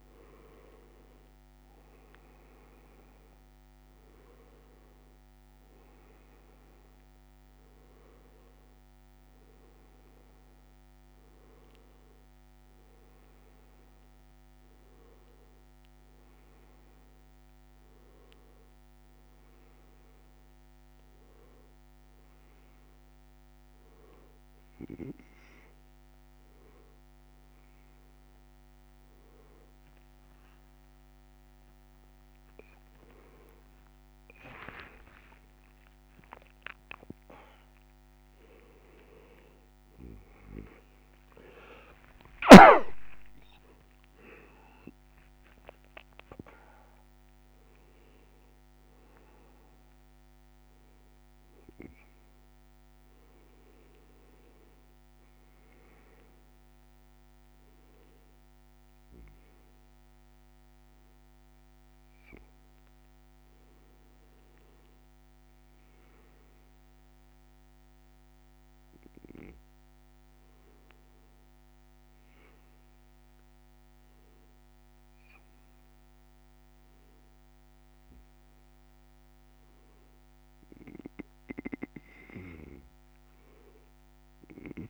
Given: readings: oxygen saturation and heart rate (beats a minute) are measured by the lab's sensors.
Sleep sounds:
a person partly awake in a sleep study, by a microphone on the trachea; none
25.50-55.50 s: new sleep stage, awake
55.50-84.90 s: new sleep stage, N2 (light sleep)
From the record:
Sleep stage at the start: N1 (lightest sleep); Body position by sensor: on the back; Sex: male

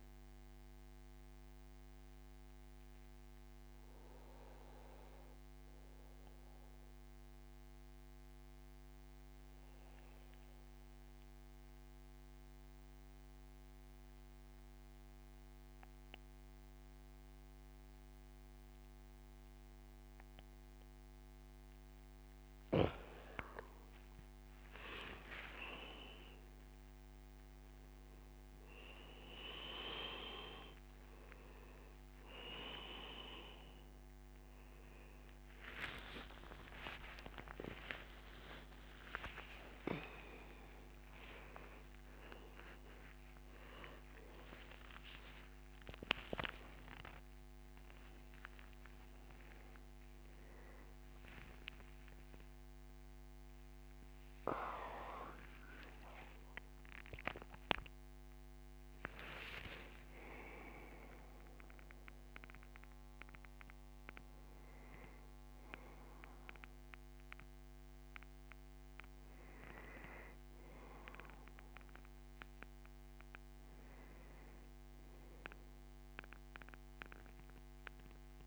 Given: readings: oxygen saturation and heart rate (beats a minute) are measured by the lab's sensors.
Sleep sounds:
a person awake in a sleep study, by a microphone on the trachea; 1
1.00-22.00 s: obstructive apnea (oxygen 99% before, 92% lowest, heart rate 76 before, 73 extreme, up 9 after)
17.00-42.00 s: oxygen desaturation (device-marked, oxygen 98% before, 92% lowest, heart rate 75 before, 78 extreme)
18.00-78.00 s: new sleep stage, awake
33.00-40.00 s: tachycardia (device-marked, heart rate 75 before, 118 extreme)
36.50-38.50 s: long interval between heartbeats (device-marked, heart rate 83 before, 108 extreme)
41.00-51.00 s: tachycardia (device-marked, heart rate 76 before, 155 extreme)
46.50-48.50 s: long interval between heartbeats (device-marked, heart rate 98 before, 132 extreme)
48.50-50.50 s: long interval between heartbeats (device-marked, heart rate 103 before, 155 extreme)
78.00-78.47 s: new sleep stage, N2 (light sleep)
From the record:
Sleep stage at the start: N2 (light sleep); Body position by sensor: on the right side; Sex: male

